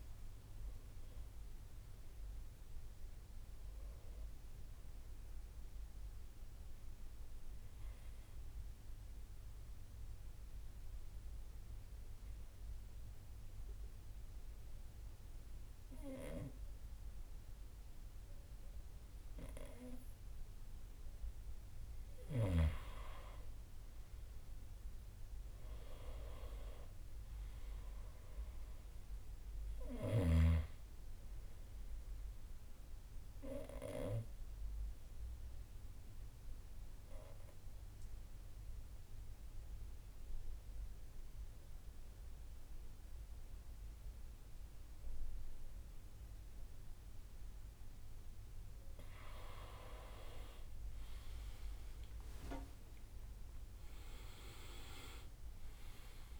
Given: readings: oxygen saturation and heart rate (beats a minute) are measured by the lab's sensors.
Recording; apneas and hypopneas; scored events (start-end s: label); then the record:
breathing in sleep by a room microphone; 2
0.00-4.00 s: oxygen desaturation (device-marked, oxygen 89% lowest, heart rate 58 extreme)
0.00-6.00 s: drop in pulse transit time (device-marked, heart rate 75 extreme)
7.00-22.50 s: obstructive apnea (oxygen 98% before, 87% lowest, heart rate 99 before, 58 extreme, up 7 after)
8.00-14.00 s: bradycardia (device-marked, heart rate 70 before, 58 extreme)
24.50-29.50 s: arousal
25.00-41.00 s: oxygen desaturation (device-marked, oxygen 98% before, 89% lowest, heart rate 62 before, 61 extreme)
34.00-48.50 s: obstructive apnea (oxygen 99% before, 87% lowest, heart rate 62 before, 57 extreme, up 10 after)
50.00-56.40 s: drop in pulse transit time (device-marked, heart rate 63 before, 64 extreme)
51.00-56.40 s: arousal
51.00-56.40 s: oxygen desaturation (device-marked, oxygen 97% before, 87% lowest, heart rate 63 before, 57 extreme)
From the record:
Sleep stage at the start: N2 (light sleep); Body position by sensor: on the back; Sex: male